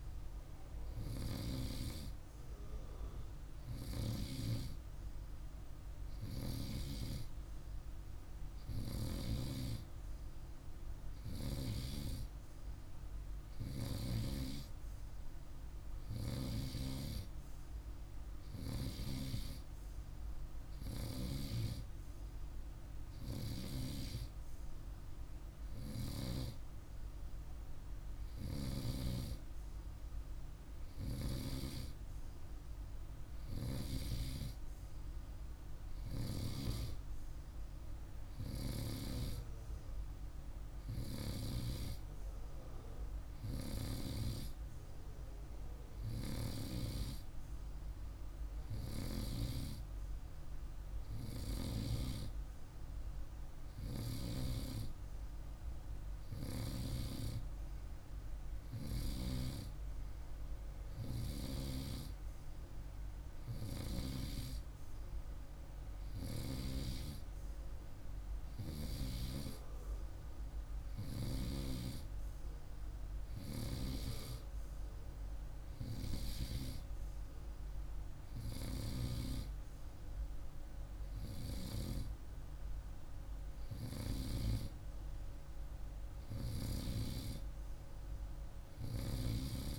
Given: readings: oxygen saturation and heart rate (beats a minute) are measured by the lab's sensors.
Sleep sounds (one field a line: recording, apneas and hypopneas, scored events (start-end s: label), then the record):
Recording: breathing in sleep by a room microphone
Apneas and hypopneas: none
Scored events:
none scored
From the record:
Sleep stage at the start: N2 (light sleep)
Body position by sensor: on the right side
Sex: male